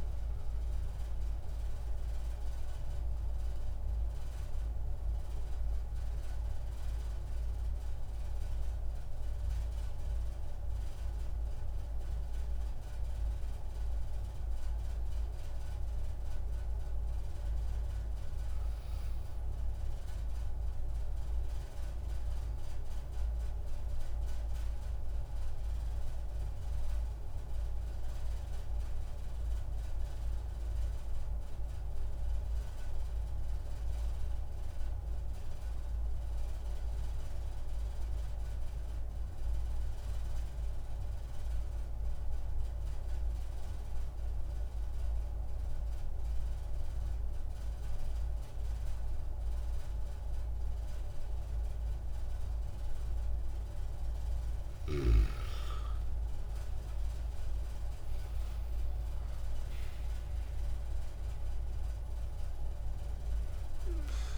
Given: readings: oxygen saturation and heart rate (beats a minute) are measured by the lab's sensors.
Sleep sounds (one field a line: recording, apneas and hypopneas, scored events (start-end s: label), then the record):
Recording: breathing in sleep, hard to hear, by a room microphone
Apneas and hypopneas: 2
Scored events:
0.00-12.00 s: oxygen desaturation (device-marked, oxygen 93% lowest)
5.50-17.00 s: obstructive apnea (oxygen 98% before, 92% lowest)
19.50-23.00 s: arousal
26.50-53.00 s: obstructive apnea (oxygen 98% before, 92% lowest)
44.00-64.38 s: oxygen desaturation (device-marked, oxygen 97% before, 92% lowest)
56.50-59.50 s: arousal
From the record:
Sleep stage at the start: N2 (light sleep)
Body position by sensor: on the back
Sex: male